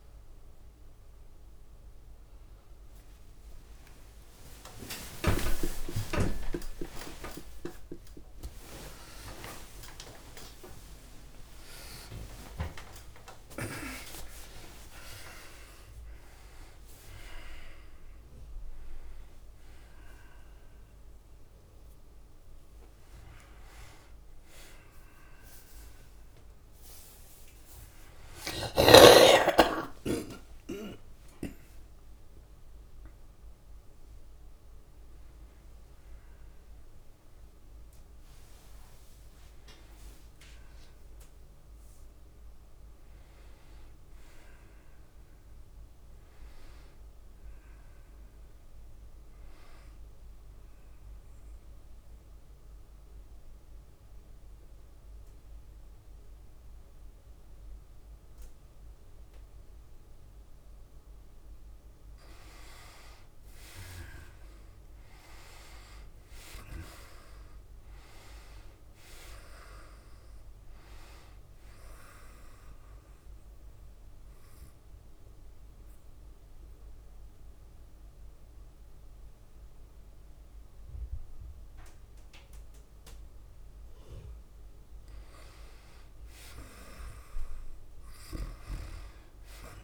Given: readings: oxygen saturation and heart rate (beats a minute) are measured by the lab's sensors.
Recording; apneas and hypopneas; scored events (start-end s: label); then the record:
a person partly awake in a sleep study, by a room microphone; 2
0.00-20.00 s: tachycardia (device-marked, heart rate 187 extreme)
4.50-6.50 s: long interval between heartbeats (device-marked, heart rate 138 before, 122 extreme)
6.00-22.00 s: drop in pulse transit time (device-marked, heart rate 137 before, 123 extreme)
6.50-8.50 s: long interval between heartbeats (device-marked, heart rate 137 before, 132 extreme)
9.00-11.00 s: long interval between heartbeats (device-marked, heart rate 130 before, 137 extreme)
13.50-15.50 s: long interval between heartbeats (device-marked, heart rate 124 before, 124 extreme)
14.00-27.00 s: oxygen desaturation (device-marked, oxygen 92% before, 89% lowest)
15.00-45.00 s: new sleep stage, awake
16.00-18.00 s: long interval between heartbeats (device-marked, heart rate 123 before, 149 extreme)
20.00-44.00 s: bradycardia (device-marked)
32.00-34.00 s: long interval between heartbeats (device-marked)
44.00-52.00 s: tachycardia (device-marked, heart rate 112 before, 102 extreme)
45.00-89.84 s: new sleep stage, N2 (light sleep)
48.00-61.00 s: oxygen desaturation (device-marked, oxygen 96% before, 92% lowest)
53.00-63.00 s: obstructive apnea (oxygen 97% before, 82% lowest, heart rate 45 before, 100 extreme, up 3 after)
56.00-79.00 s: tachycardia (device-marked, heart rate 111 before, 104 extreme)
65.50-69.00 s: arousal
68.00-82.00 s: oxygen desaturation (device-marked, oxygen 93% before, 83% lowest, heart rate 101 before, 99 extreme)
69.00-80.00 s: drop in pulse transit time (device-marked, heart rate 101 before, 102 extreme)
75.50-85.50 s: mixed apnea (oxygen 96% before, 77% lowest, heart rate 102 before, 97 extreme, up 2 after)
87.00-89.84 s: arousal
87.00-89.84 s: tachycardia (device-marked, heart rate 111 before, 103 extreme)
From the record:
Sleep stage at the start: N1 (lightest sleep); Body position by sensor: on the right side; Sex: female